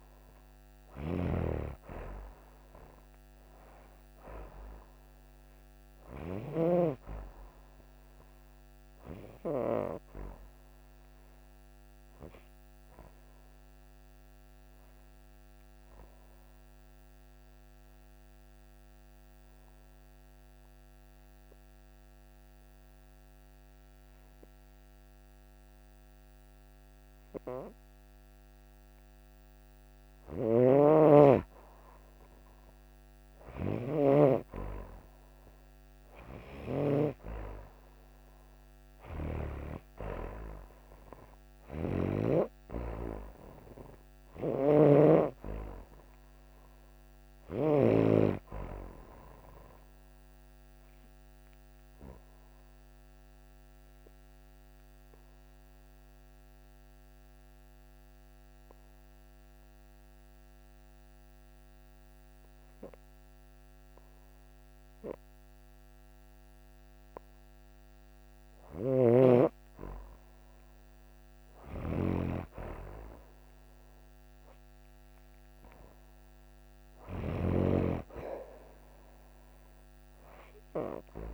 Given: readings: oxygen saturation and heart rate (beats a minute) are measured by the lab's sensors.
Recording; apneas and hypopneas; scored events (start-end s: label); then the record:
breathing in sleep by a microphone on the trachea; 2
0.50-6.50 s: snoring (device-marked)
9.50-28.50 s: oxygen desaturation (device-marked, oxygen 96% before, 92% lowest, heart rate 56 before, 29 extreme)
15.00-29.50 s: obstructive apnea (oxygen 96% before, 89% lowest, heart rate 57 before, 29 extreme, up 4 after)
30.00-47.50 s: snoring (device-marked)
32.00-35.00 s: arousal
35.50-64.50 s: oxygen desaturation (device-marked, oxygen 97% before, 89% lowest, heart rate 58 before, 29 extreme)
50.00-66.50 s: obstructive apnea (oxygen 97% before, 89% lowest, heart rate 44 before, 30 extreme, up 10 after)
68.50-77.50 s: snoring (device-marked)
70.00-73.50 s: arousal
77.50-81.34 s: oxygen desaturation (device-marked, oxygen 97% before, 90% lowest, heart rate 50 before, 31 extreme)
From the record:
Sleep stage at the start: N2 (light sleep); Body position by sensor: on the back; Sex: female